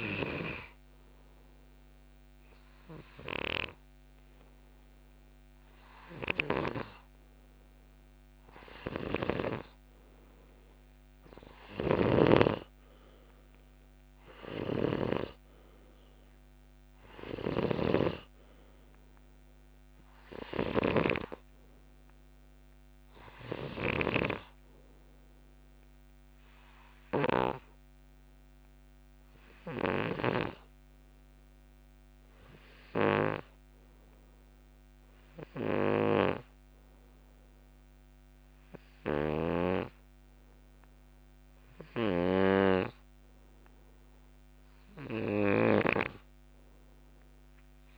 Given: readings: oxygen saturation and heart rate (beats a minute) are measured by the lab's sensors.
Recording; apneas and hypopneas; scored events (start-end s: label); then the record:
breathing in sleep by a microphone on the trachea; none
14.50-47.98 s: snoring (device-marked)
From the record:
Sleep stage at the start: N2 (light sleep); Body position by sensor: on the back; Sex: male